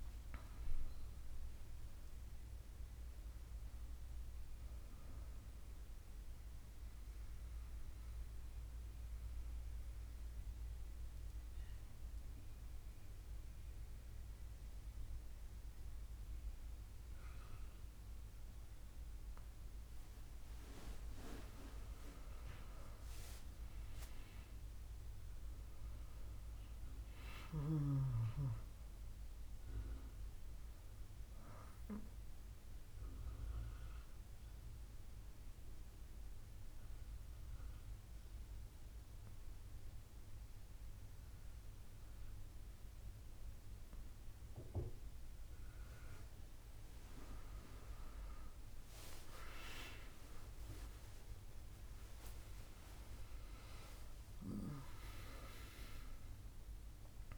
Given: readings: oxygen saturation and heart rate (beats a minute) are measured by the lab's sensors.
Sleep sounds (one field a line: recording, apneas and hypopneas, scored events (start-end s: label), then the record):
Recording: a person partly awake in a sleep study, by a room microphone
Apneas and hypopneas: 2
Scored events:
3.50-57.38 s: new sleep stage, N2 (light sleep)
6.00-21.00 s: mixed apnea (oxygen 98% before, 95% lowest, heart rate 138 before, 68 extreme, up 8 after)
23.00-27.00 s: arousal
33.00-47.00 s: obstructive apnea (oxygen 99% before, 95% lowest, heart rate 74 before, 64 extreme)
35.50-48.50 s: oxygen desaturation (device-marked, oxygen 99% before, 95% lowest, heart rate 74 before, 64 extreme)
49.50-55.00 s: arousal
From the record:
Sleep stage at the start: awake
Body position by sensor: on the back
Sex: female